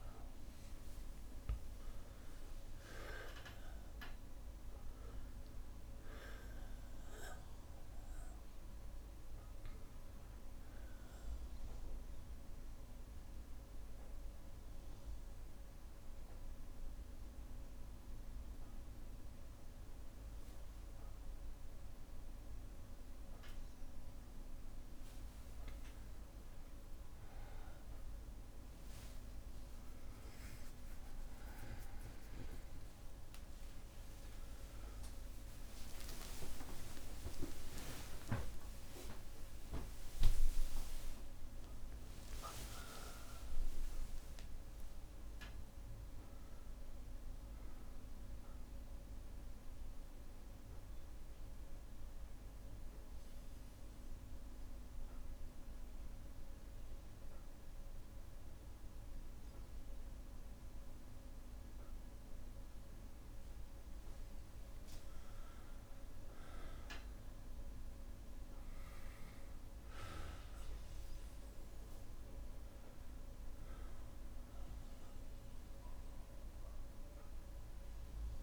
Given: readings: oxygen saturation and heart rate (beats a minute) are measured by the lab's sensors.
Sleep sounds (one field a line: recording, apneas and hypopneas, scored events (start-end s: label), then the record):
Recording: breathing in sleep by a room microphone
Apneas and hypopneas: 2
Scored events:
0.00-4.00 s: arousal
0.00-22.50 s: oxygen desaturation (device-marked, oxygen 92% lowest, heart rate 57 extreme)
10.50-26.50 s: mixed apnea (oxygen 99% before, 92% lowest, heart rate 71 before, 57 extreme, up 31 after)
12.50-17.50 s: bradycardia (device-marked, heart rate 64 before, 59 extreme)
26.00-28.00 s: long interval between heartbeats (device-marked, heart rate 63 before, 75 extreme)
29.50-35.50 s: arousal
29.50-59.50 s: new sleep stage, N1 (lightest sleep)
30.50-32.50 s: long interval between heartbeats (device-marked, heart rate 66 before, 82 extreme)
32.50-34.50 s: long interval between heartbeats (device-marked, heart rate 68 before, 84 extreme)
36.00-38.00 s: long interval between heartbeats (device-marked, heart rate 72 before, 74 extreme)
38.00-40.00 s: long interval between heartbeats (device-marked, heart rate 74 before, 76 extreme)
40.50-42.50 s: long interval between heartbeats (device-marked, heart rate 77 before, 67 extreme)
40.50-45.50 s: bradycardia (device-marked, heart rate 64 before, 57 extreme)
52.00-65.50 s: mixed apnea (oxygen 99% before, 90% lowest, heart rate 72 before, 56 extreme, up 3 after)
59.50-78.43 s: new sleep stage, N2 (light sleep)
68.50-72.50 s: arousal
71.50-78.43 s: oxygen desaturation (device-marked, oxygen 99% before, 95% lowest, heart rate 62 before, 56 extreme)
From the record:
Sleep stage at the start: N2 (light sleep)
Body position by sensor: on the back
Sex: male